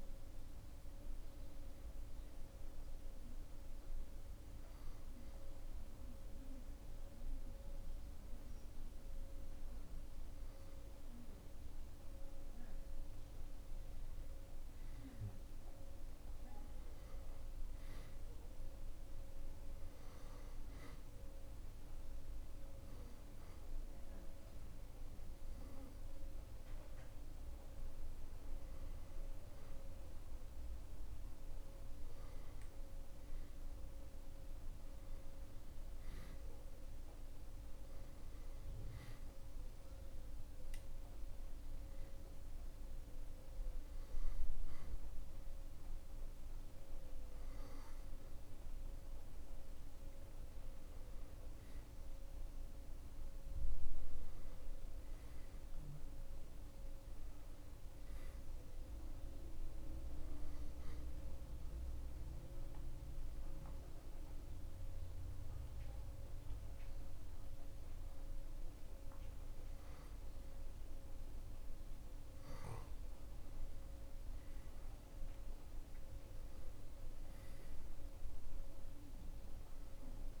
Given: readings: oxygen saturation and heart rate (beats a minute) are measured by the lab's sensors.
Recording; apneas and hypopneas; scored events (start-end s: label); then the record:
breathing in sleep, hard to hear, by a room microphone; 3
2.00-12.00 s: obstructive apnea (oxygen 96% before, 92% lowest, heart rate 69 before, 66 extreme, up 30 after)
14.00-17.50 s: arousal
30.50-40.50 s: oxygen desaturation (device-marked, oxygen 95% before, 92% lowest, heart rate 79 before, 89 extreme)
40.00-50.00 s: hypopnea (oxygen 95% before, 92% lowest, heart rate 84 before, 89 extreme, up 7 after)
53.50-57.00 s: arousal
60.50-73.00 s: obstructive apnea (oxygen 94% before, 92% lowest, heart rate 92 before, 78 extreme, up 7 after)
74.50-78.00 s: arousal
From the record:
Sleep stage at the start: N2 (light sleep); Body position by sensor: on the back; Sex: male